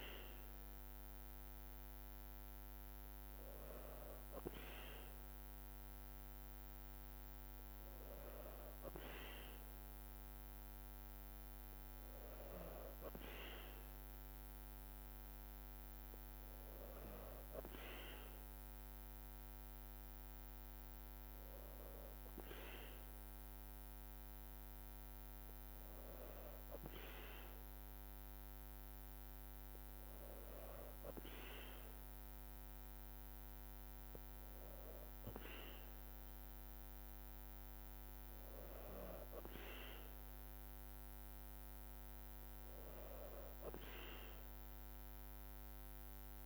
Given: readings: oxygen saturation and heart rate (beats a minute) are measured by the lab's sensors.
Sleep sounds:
breathing in sleep by a microphone on the trachea; none
none scored
From the record:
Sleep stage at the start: N2 (light sleep); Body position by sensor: on the back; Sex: female

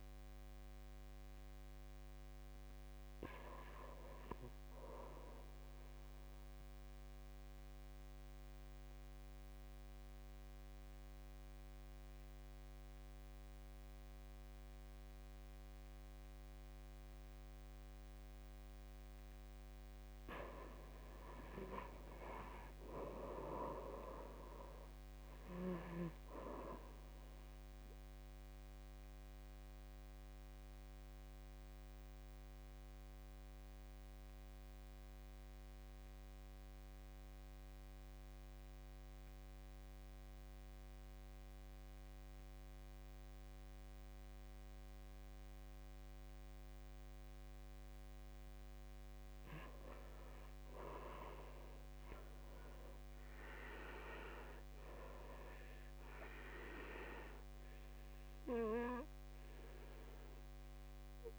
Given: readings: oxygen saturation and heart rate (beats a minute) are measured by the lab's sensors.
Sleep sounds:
breathing in sleep by a microphone on the trachea; 2
1.00-46.00 s: oxygen desaturation (device-marked, oxygen 99% before, 87% lowest, heart rate 50 before, 55 extreme)
6.50-19.00 s: obstructive apnea (oxygen 99% before, 84% lowest, heart rate 51 before, 55 extreme, up 10 after)
21.50-24.50 s: arousal
28.50-48.00 s: obstructive apnea (oxygen 98% before, 84% lowest, heart rate 59 before, 55 extreme, up 12 after)
48.00-61.39 s: oxygen desaturation (device-marked, oxygen 98% before, 84% lowest, heart rate 58 before, 57 extreme)
50.00-53.50 s: arousal
From the record:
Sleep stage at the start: N2 (light sleep); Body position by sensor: on the back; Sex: male

